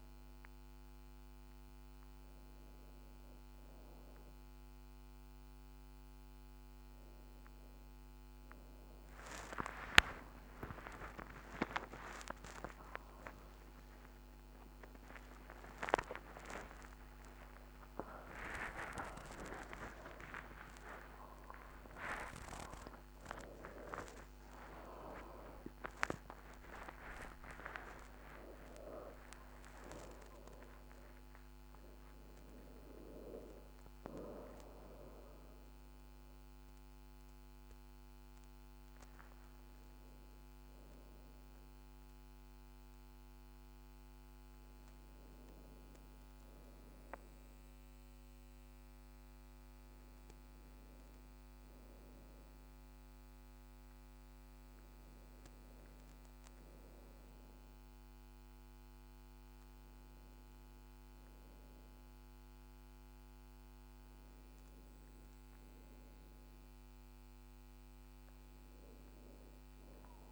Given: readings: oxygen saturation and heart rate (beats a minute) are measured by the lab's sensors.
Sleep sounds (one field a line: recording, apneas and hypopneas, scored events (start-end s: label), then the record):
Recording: a person awake in a sleep study, by a microphone on the trachea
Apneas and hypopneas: none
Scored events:
37.00-70.32 s: new sleep stage, N1 (lightest sleep)
From the record:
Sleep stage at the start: awake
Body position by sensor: on the back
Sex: female